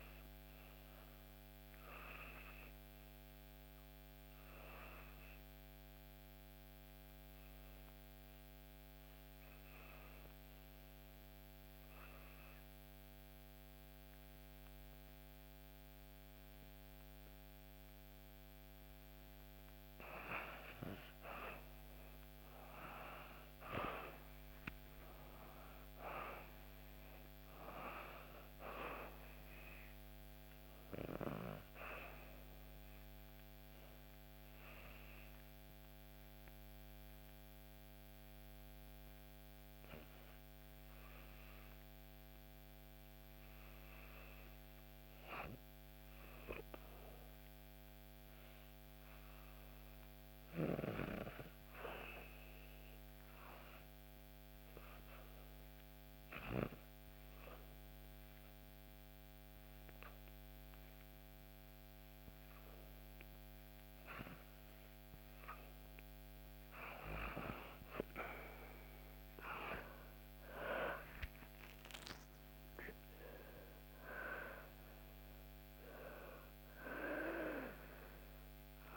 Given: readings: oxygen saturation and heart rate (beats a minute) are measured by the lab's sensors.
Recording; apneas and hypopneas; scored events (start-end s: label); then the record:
breathing in sleep by a microphone on the trachea; 3
0.00-6.50 s: oxygen desaturation (device-marked, oxygen 89% lowest, heart rate 63 extreme)
3.50-18.50 s: obstructive apnea (oxygen 95% before, 83% lowest, heart rate 65 before, 67 extreme, up 3 after)
16.50-42.50 s: oxygen desaturation (device-marked, oxygen 92% before, 83% lowest, heart rate 66 before, 69 extreme)
20.50-25.50 s: arousal
32.00-42.50 s: obstructive apnea (oxygen 92% before, 83% lowest, heart rate 69 before, 70 extreme, up 2 after)
45.00-49.50 s: arousal
52.50-64.50 s: oxygen desaturation (device-marked, oxygen 95% before, 89% lowest, heart rate 71 before, 70 extreme)
55.00-66.00 s: obstructive apnea (oxygen 95% before, 87% lowest, heart rate 71 before, 71 extreme, up 6 after)
67.50-70.50 s: arousal
74.50-78.97 s: oxygen desaturation (device-marked, oxygen 90% before, 87% lowest, heart rate 71 before, 67 extreme)
From the record:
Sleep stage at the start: REM sleep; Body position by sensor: on the back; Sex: female